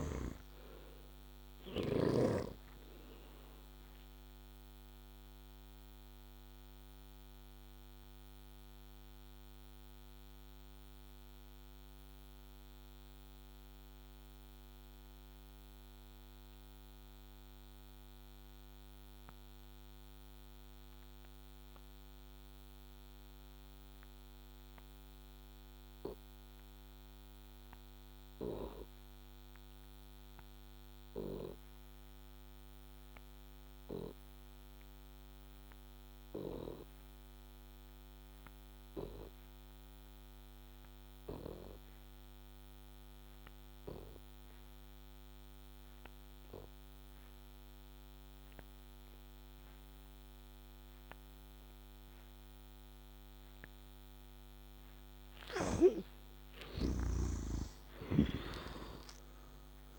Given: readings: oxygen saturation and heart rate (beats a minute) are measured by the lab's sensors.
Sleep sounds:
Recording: breathing in sleep by a microphone on the trachea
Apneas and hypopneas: 1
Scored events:
0.00-2.00 s: snoring (device-marked)
3.50-54.00 s: mixed apnea (heart rate 77 before, 48 extreme, up 8 after)
56.00-59.99 s: arousal
57.50-59.99 s: snoring (device-marked)
From the record:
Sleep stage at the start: N2 (light sleep)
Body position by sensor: on the back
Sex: male

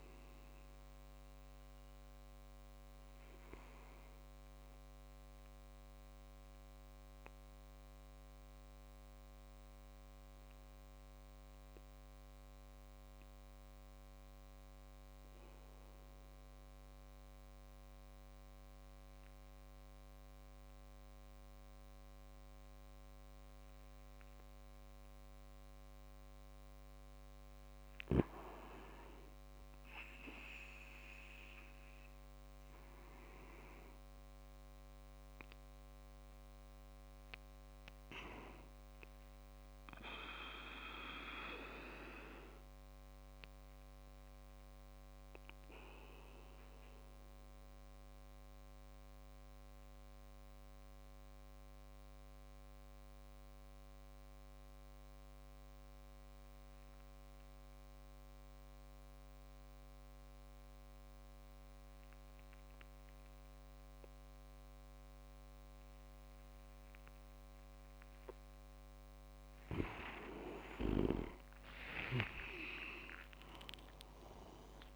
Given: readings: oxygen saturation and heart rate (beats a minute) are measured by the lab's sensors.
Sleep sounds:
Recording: breathing in sleep by a microphone on the trachea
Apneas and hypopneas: 2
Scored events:
0.00-3.00 s: oxygen desaturation (device-marked, oxygen 93% lowest)
5.00-27.50 s: mixed apnea (oxygen 97% before, 95% lowest)
29.50-33.50 s: arousal
42.50-69.00 s: mixed apnea (oxygen 100% before, 95% lowest)
67.00-74.96 s: oxygen desaturation (device-marked, oxygen 98% before, 95% lowest)
71.50-74.96 s: leg movement (device-marked)
72.50-74.96 s: arousal
From the record:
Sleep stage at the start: N2 (light sleep)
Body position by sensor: on the back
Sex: male

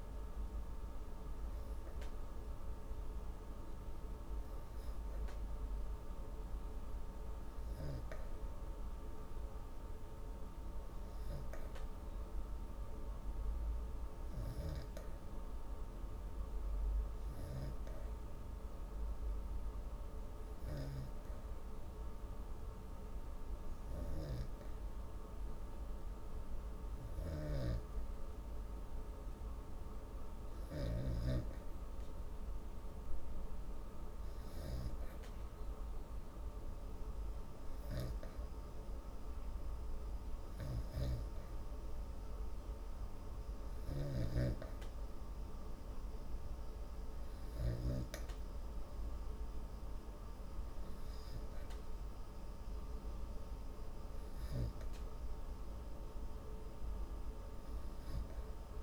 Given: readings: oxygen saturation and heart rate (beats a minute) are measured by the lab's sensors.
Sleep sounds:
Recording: breathing in sleep, hard to hear, by a room microphone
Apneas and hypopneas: 1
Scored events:
15.50-29.00 s: obstructive apnea (oxygen 96% before, 92% lowest, heart rate 118 before, 107 extreme, up 23 after)
30.50-34.00 s: arousal
From the record:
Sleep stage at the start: N2 (light sleep)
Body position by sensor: on the back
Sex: female

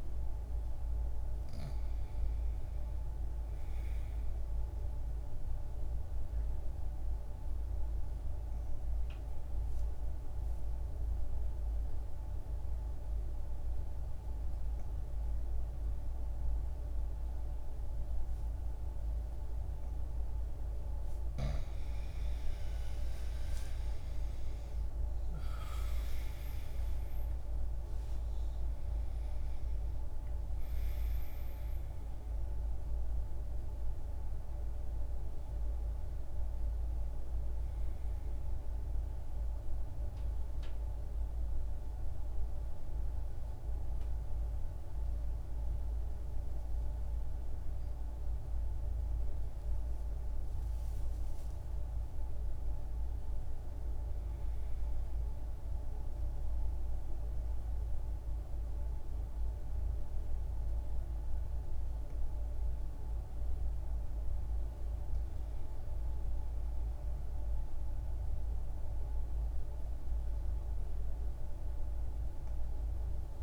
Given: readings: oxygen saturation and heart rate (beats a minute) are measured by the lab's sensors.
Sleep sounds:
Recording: breathing in sleep, hard to hear, by a room microphone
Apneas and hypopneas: 2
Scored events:
0.00-18.50 s: oxygen desaturation (device-marked, oxygen 89% lowest, heart rate 62 extreme)
4.50-20.50 s: obstructive apnea (oxygen 97% before, 85% lowest, heart rate 70 before, 63 extreme, up 17 after)
22.00-27.00 s: arousal
25.50-48.50 s: oxygen desaturation (device-marked, oxygen 95% before, 85% lowest, heart rate 71 before, 60 extreme)
54.50-64.50 s: mixed apnea (oxygen 98% before, 85% lowest, heart rate 64 before, 60 extreme, up 2 after)
65.50-69.50 s: arousal
From the record:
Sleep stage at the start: N2 (light sleep)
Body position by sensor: on the right side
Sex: male

